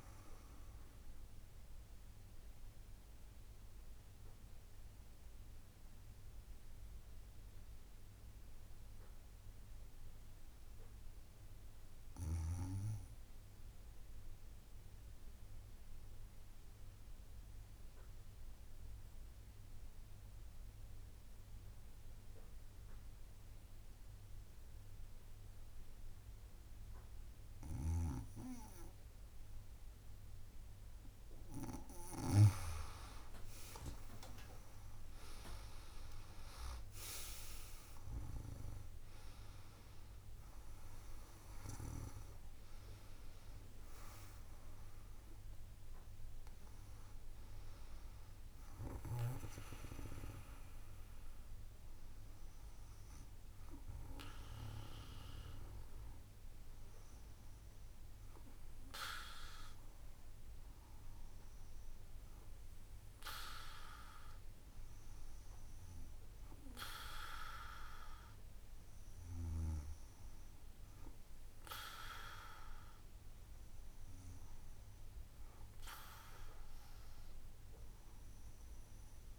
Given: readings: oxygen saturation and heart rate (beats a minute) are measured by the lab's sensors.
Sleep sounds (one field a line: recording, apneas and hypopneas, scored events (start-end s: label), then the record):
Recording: breathing in sleep by a room microphone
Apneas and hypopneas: 1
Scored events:
1.00-32.00 s: obstructive apnea (oxygen 94% before, 83% lowest, heart rate 66 before, 62 extreme, up 23 after)
27.00-45.00 s: oxygen desaturation (device-marked, oxygen 96% before, 83% lowest, heart rate 63 before, 63 extreme)
32.00-37.50 s: leg movement (device-marked)
33.50-35.50 s: long interval between heartbeats (device-marked, heart rate 64 before, 74 extreme)
34.00-39.50 s: arousal
36.00-53.00 s: drop in pulse transit time (device-marked, heart rate 65 before, 77 extreme)
42.00-45.00 s: leg movement (device-marked)
50.00-61.00 s: oxygen desaturation (device-marked, oxygen 91% before, 85% lowest, heart rate 77 before, 59 extreme)
From the record:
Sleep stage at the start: N2 (light sleep)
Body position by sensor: on the back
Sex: female